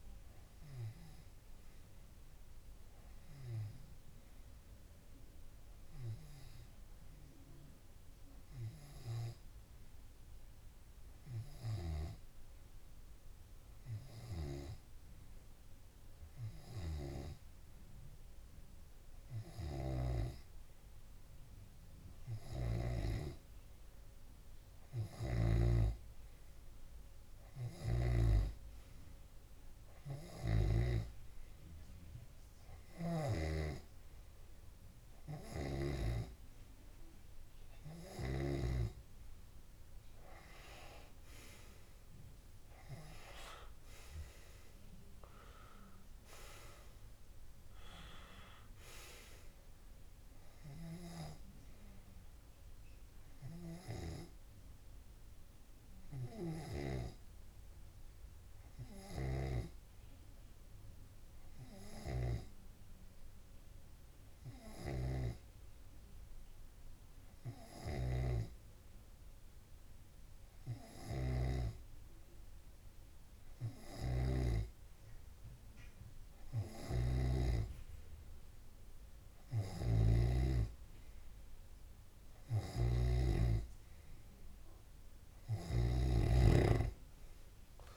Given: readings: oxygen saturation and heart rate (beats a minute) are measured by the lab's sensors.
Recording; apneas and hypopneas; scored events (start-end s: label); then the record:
breathing in sleep by a room microphone; 2
5.00-21.00 s: hypopnea (oxygen 98% before, 94% lowest)
12.50-14.50 s: long interval between heartbeats (device-marked)
21.50-28.50 s: tachycardia (device-marked)
22.50-24.50 s: long interval between heartbeats (device-marked)
24.50-26.50 s: long interval between heartbeats (device-marked)
26.00-31.50 s: snoring (device-marked)
26.50-28.50 s: long interval between heartbeats (device-marked)
27.50-30.00 s: arousal
29.50-31.50 s: long interval between heartbeats (device-marked, heart rate 44 before, 136 extreme)
32.00-34.00 s: long interval between heartbeats (device-marked, heart rate 57 before, 88 extreme)
45.00-47.50 s: arousal
51.00-80.50 s: hypopnea (oxygen 96% before, 93% lowest)
65.50-81.00 s: snoring (device-marked)
66.50-68.50 s: long interval between heartbeats (device-marked)
75.00-77.00 s: long interval between heartbeats (device-marked)
82.50-87.97 s: oxygen desaturation (device-marked, oxygen 97% before, 93% lowest)
83.00-87.00 s: snoring (device-marked)
From the record:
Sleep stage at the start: N2 (light sleep); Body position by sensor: on the left side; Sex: male